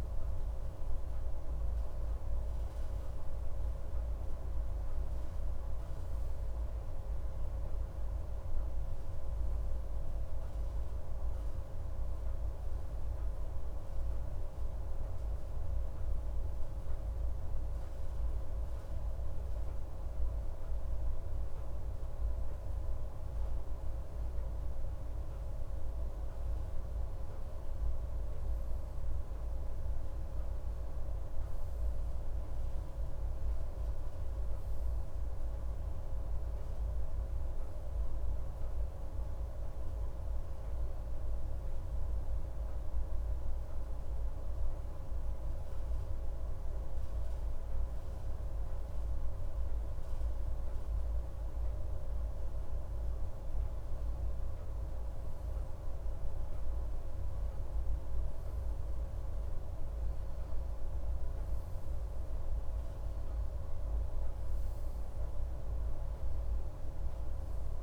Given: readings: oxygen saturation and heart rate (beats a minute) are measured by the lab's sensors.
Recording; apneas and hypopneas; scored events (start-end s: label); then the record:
a person partly awake in a sleep study, hard to hear, by a room microphone; none
16.00-46.00 s: new sleep stage, N1 (lightest sleep)
46.00-67.83 s: new sleep stage, N2 (light sleep)
From the record:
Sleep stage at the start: awake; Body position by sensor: on the left side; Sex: male